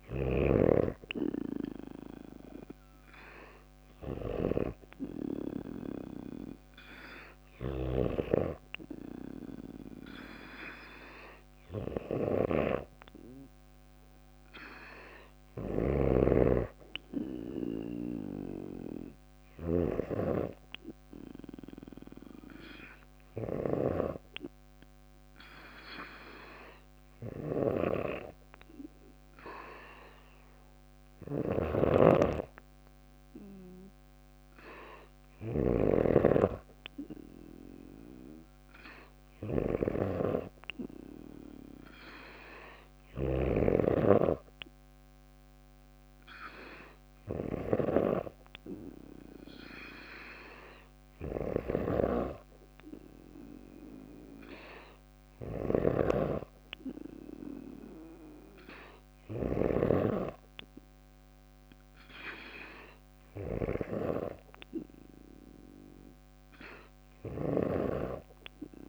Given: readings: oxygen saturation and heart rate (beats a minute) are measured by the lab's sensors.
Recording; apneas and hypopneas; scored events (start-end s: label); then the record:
breathing in sleep by a microphone on the trachea; none
0.00-42.50 s: snoring (device-marked)
54.50-59.00 s: snoring (device-marked)
66.50-68.89 s: snoring (device-marked)
From the record:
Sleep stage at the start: N2 (light sleep); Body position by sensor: on the back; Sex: female